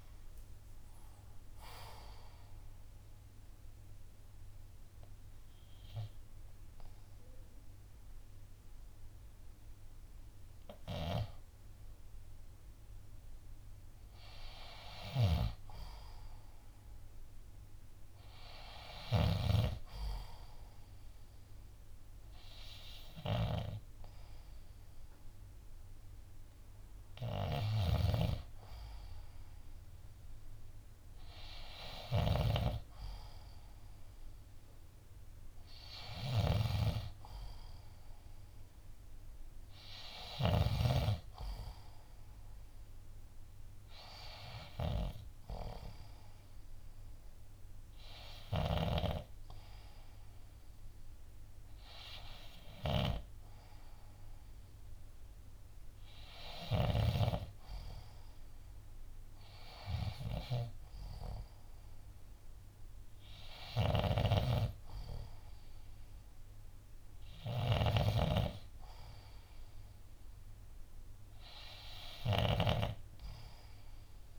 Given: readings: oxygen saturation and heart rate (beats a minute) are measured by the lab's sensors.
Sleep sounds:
breathing in sleep by a room microphone; 1
0.00-8.50 s: drop in pulse transit time (device-marked, heart rate 64 extreme)
15.00-57.50 s: snoring (device-marked)
26.50-41.50 s: oxygen desaturation (device-marked, oxygen 96% before, 89% lowest, heart rate 66 before, 65 extreme)
37.00-40.50 s: arousal
43.50-56.50 s: oxygen desaturation (device-marked, oxygen 93% before, 90% lowest, heart rate 68 before, 65 extreme)
43.50-58.50 s: hypopnea (oxygen 96% before, 88% lowest, heart rate 68 before, 65 extreme, up 3 after)
61.00-63.50 s: arousal
64.00-74.38 s: snoring (device-marked)
68.50-74.38 s: oxygen desaturation (device-marked, oxygen 92% before, 88% lowest, heart rate 66 before, 63 extreme)
From the record:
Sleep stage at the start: N2 (light sleep); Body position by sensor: on the left side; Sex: male

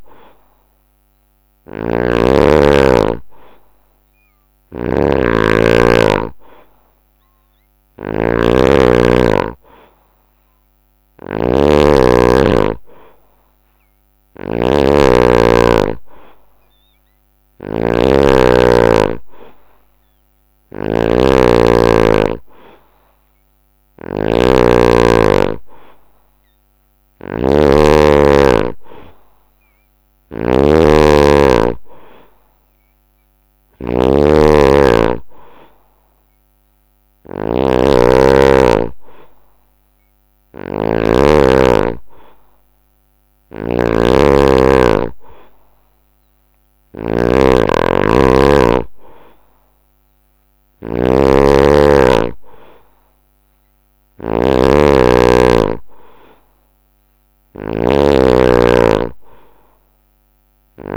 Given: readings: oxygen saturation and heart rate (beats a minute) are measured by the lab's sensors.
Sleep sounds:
breathing in sleep by a microphone on the trachea; none
0.00-60.97 s: snoring (device-marked)
From the record:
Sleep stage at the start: N2 (light sleep); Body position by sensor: on the right side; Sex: male

